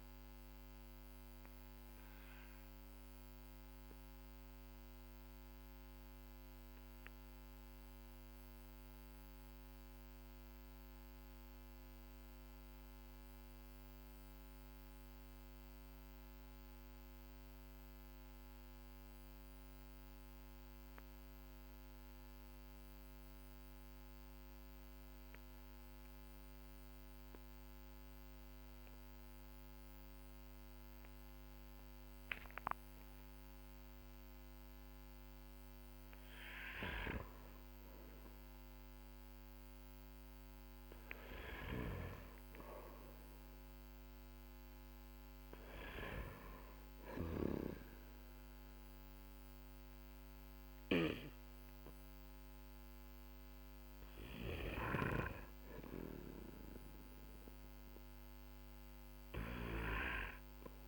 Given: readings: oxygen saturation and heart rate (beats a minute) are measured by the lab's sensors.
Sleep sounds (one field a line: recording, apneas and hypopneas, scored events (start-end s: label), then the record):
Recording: breathing in sleep by a microphone on the trachea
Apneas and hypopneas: 1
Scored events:
0.00-18.00 s: oxygen desaturation (device-marked, oxygen 91% lowest, heart rate 45 extreme)
0.50-32.50 s: obstructive apnea (oxygen 100% before, 91% lowest, heart rate 49 before, 43 extreme, up 17 after)
34.00-39.00 s: arousal
From the record:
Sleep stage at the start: N2 (light sleep)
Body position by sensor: on the back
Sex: male